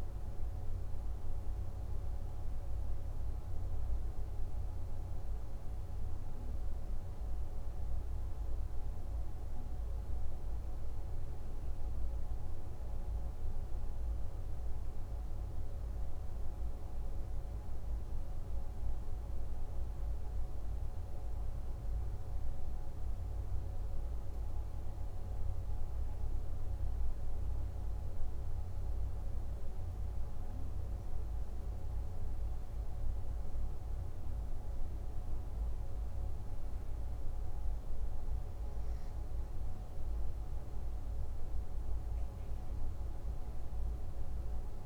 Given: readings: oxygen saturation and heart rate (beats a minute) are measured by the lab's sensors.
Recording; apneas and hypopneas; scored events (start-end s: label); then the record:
breathing in sleep, hard to hear, by a room microphone; 1
15.50-27.00 s: obstructive apnea (oxygen 96% before, 93% lowest, heart rate 61 before, 61 extreme, up 5 after)
27.50-32.00 s: arousal
From the record:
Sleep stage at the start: N2 (light sleep); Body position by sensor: on the back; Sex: male